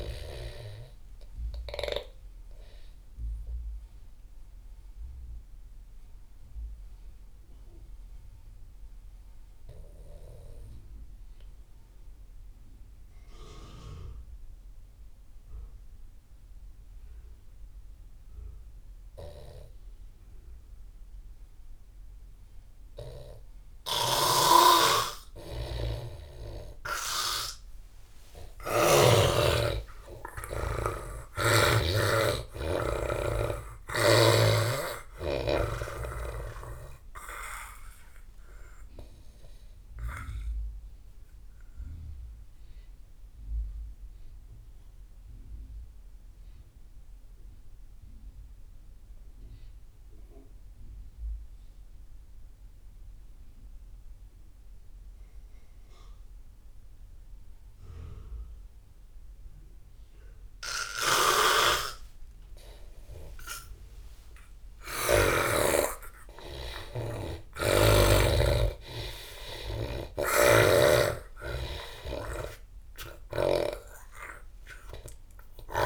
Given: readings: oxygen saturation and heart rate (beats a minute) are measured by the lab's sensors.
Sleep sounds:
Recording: breathing in sleep by a room microphone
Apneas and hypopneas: 2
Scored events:
0.00-8.50 s: oxygen desaturation (device-marked, oxygen 83% lowest)
3.00-26.00 s: obstructive apnea (oxygen 98% before, 83% lowest)
24.00-29.00 s: snoring (device-marked)
24.50-50.50 s: oxygen desaturation (device-marked, oxygen 98% before, 84% lowest)
28.00-31.50 s: arousal
37.50-63.00 s: obstructive apnea (oxygen 98% before, 83% lowest)
60.50-75.85 s: oxygen desaturation (device-marked, oxygen 98% before, 83% lowest)
63.50-67.50 s: arousal
70.00-73.50 s: snoring (device-marked)
From the record:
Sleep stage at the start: N2 (light sleep)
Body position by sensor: on the back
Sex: male

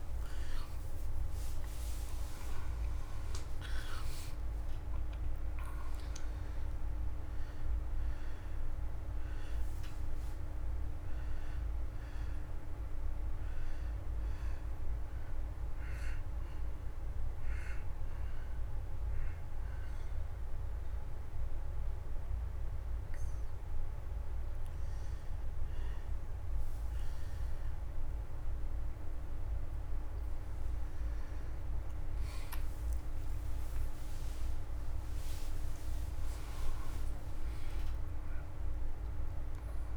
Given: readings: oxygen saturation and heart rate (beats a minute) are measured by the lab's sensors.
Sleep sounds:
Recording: breathing in sleep, hard to hear, by a room microphone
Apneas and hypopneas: 1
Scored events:
15.50-25.50 s: obstructive apnea (oxygen 93% before, 87% lowest, heart rate 161 before, 65 extreme, up 22 after)
30.50-34.50 s: arousal
33.00-39.96 s: oxygen desaturation (device-marked, oxygen 97% before, 91% lowest, heart rate 173 before, 45 extreme)
From the record:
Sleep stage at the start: N2 (light sleep)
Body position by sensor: on the back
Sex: male

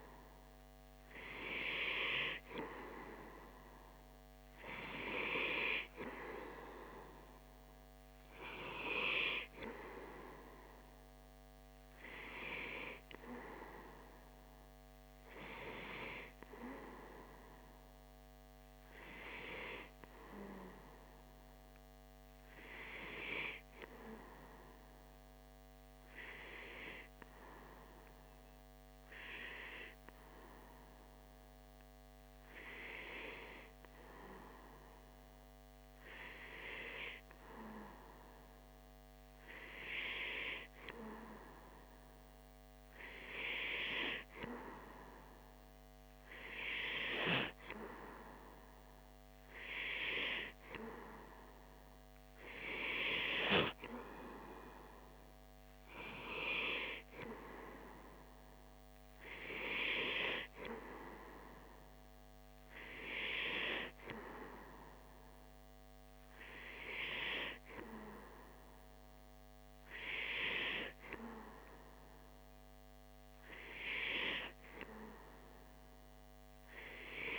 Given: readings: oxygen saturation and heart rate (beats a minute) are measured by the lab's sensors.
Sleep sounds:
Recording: breathing in sleep by a microphone on the trachea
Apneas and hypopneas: none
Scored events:
none scored
From the record:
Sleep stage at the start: N2 (light sleep)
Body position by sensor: on the back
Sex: male

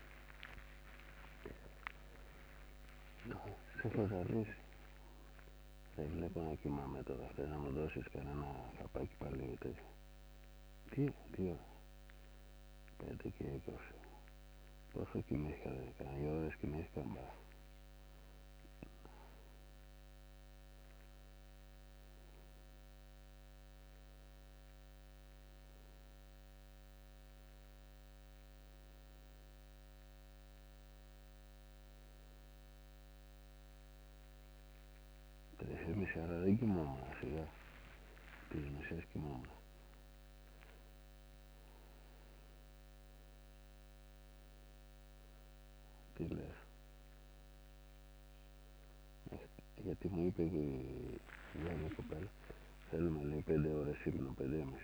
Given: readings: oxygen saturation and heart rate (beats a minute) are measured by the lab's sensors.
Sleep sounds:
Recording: a person awake in a sleep study, by a microphone on the trachea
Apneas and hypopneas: none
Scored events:
none scored
From the record:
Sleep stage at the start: awake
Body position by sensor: on the back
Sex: male

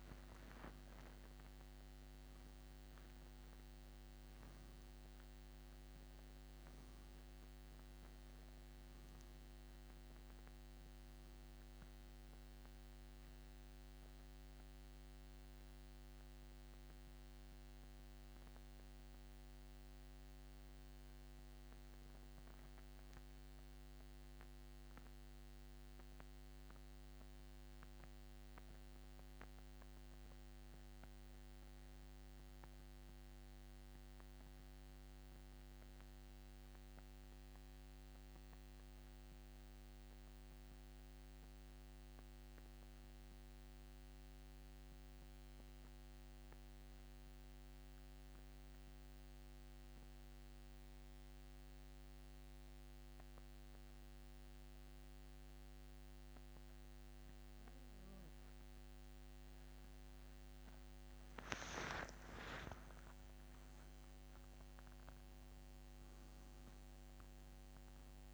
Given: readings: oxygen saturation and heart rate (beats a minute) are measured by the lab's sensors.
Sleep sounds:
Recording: breathing in sleep, hard to hear, by a microphone on the trachea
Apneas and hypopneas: 1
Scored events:
0.00-1.50 s: arousal
6.50-56.50 s: oxygen desaturation (device-marked, oxygen 96% before, 85% lowest, heart rate 91 before, 68 extreme)
22.00-57.50 s: central apnea (oxygen 97% before, 85% lowest, heart rate 89 before, 68 extreme, up 26 after)
59.50-63.50 s: arousal
From the record:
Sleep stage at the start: N2 (light sleep)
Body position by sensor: on the back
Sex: male

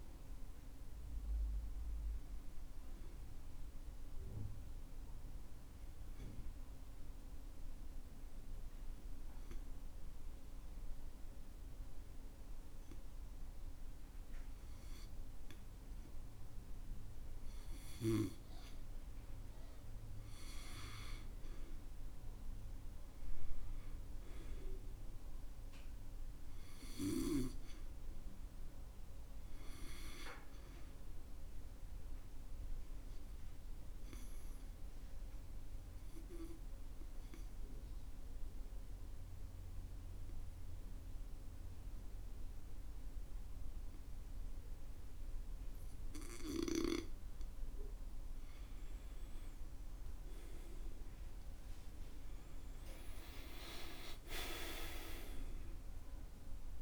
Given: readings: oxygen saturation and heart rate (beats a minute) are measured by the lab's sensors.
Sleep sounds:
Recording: breathing in sleep by a room microphone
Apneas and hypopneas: 2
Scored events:
5.00-19.50 s: obstructive apnea (oxygen 96% before, 90% lowest, heart rate 68 before, 62 extreme, up 8 after)
23.00-27.00 s: arousal
31.00-46.00 s: oxygen desaturation (device-marked, oxygen 95% before, 91% lowest, heart rate 67 before, 63 extreme)
32.50-47.50 s: obstructive apnea (oxygen 95% before, 89% lowest, heart rate 67 before, 63 extreme, up 17 after)
49.50-55.00 s: arousal
From the record:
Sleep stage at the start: N2 (light sleep)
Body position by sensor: on the back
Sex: male

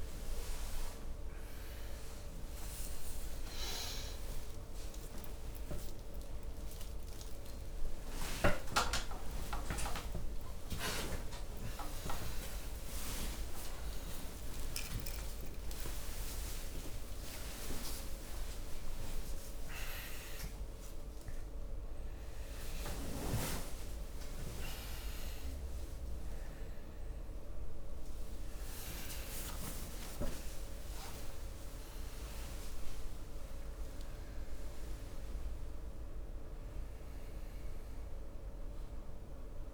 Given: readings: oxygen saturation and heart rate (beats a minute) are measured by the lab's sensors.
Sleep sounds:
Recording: a person awake in a sleep study, by a room microphone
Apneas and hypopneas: none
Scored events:
none scored
From the record:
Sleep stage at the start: awake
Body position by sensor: on the back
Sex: male

